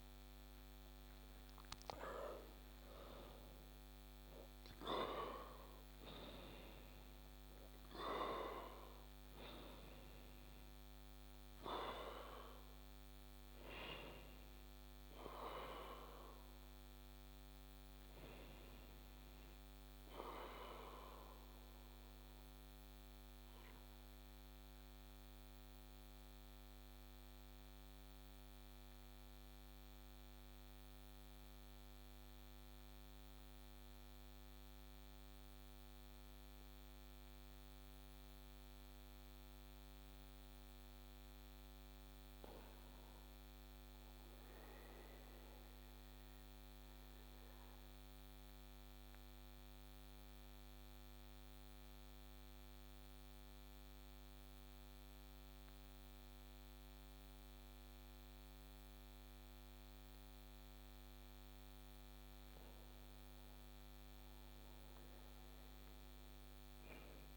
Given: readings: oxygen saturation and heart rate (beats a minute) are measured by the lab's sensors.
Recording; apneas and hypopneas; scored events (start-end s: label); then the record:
breathing in sleep by a microphone on the trachea; 2
0.00-2.50 s: arousal
0.00-34.50 s: oxygen desaturation (device-marked, oxygen 83% lowest)
23.00-40.00 s: obstructive apnea (oxygen 91% before, 83% lowest)
41.00-43.50 s: arousal
45.50-61.50 s: obstructive apnea (oxygen 99% before, 96% lowest)
63.50-67.00 s: arousal
From the record:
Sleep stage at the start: N2 (light sleep); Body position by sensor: on the back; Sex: male